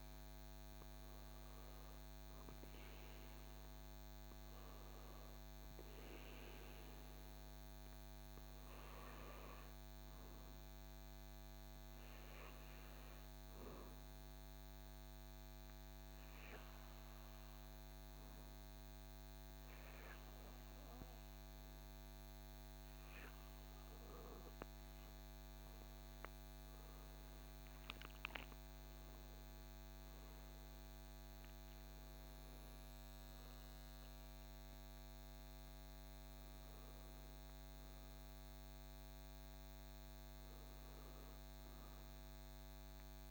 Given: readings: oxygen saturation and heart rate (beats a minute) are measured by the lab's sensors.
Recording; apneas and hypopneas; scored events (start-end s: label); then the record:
breathing in sleep, hard to hear, by a microphone on the trachea; 1
11.50-22.50 s: hypopnea (oxygen 96% before, 92% lowest, heart rate 72 before, 64 extreme, up 11 after)
20.00-43.31 s: oxygen desaturation (device-marked, oxygen 95% before, 92% lowest, heart rate 74 before, 64 extreme)
25.50-29.00 s: arousal
From the record:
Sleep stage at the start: N2 (light sleep); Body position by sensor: on the back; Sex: male